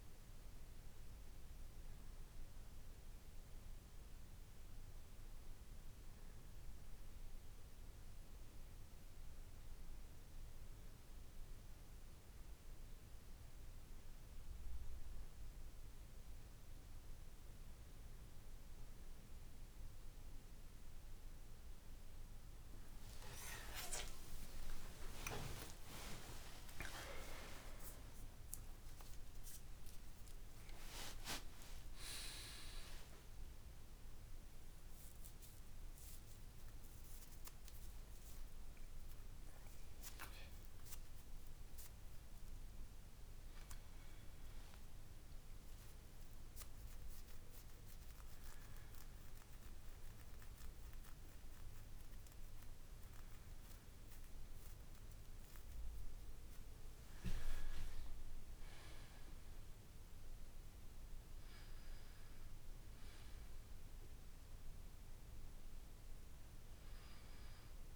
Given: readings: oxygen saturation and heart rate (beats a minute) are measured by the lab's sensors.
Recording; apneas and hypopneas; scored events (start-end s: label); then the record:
a person awake in a sleep study, by a room microphone; none
32.00-67.96 s: new sleep stage, awake
From the record:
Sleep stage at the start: N2 (light sleep); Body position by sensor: on the back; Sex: male